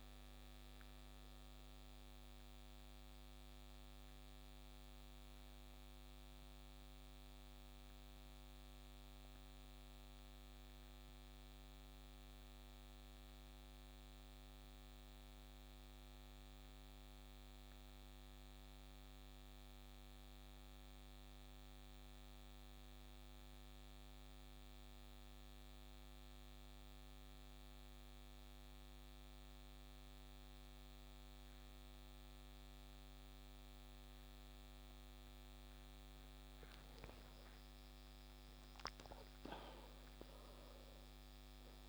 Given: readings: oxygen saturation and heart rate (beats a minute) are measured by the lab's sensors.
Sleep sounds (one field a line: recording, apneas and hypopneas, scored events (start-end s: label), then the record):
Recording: breathing in sleep, hard to hear, by a microphone on the trachea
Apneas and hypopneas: 1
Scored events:
2.50-35.50 s: obstructive apnea (oxygen 97% before, 90% lowest, heart rate 41 before, 28 extreme, up 14 after)
28.00-41.89 s: oxygen desaturation (device-marked, oxygen 96% before, 91% lowest, heart rate 39 before, 33 extreme)
37.00-41.00 s: arousal
From the record:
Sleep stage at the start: N2 (light sleep)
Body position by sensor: on the back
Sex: male